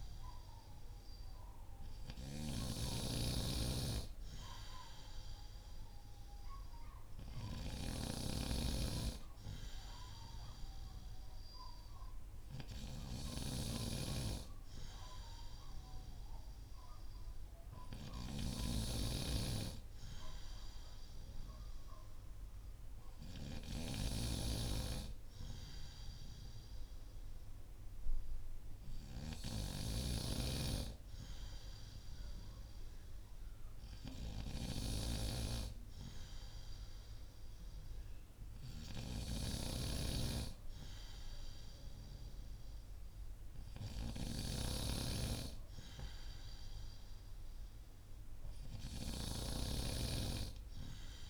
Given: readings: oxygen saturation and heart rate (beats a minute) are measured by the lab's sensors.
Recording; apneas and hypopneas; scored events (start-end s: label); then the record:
breathing in sleep by a room microphone; none
2.00-8.50 s: snoring (device-marked)
18.00-23.50 s: snoring (device-marked)
39.00-44.50 s: snoring (device-marked)
From the record:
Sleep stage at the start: N2 (light sleep); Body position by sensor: on the back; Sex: male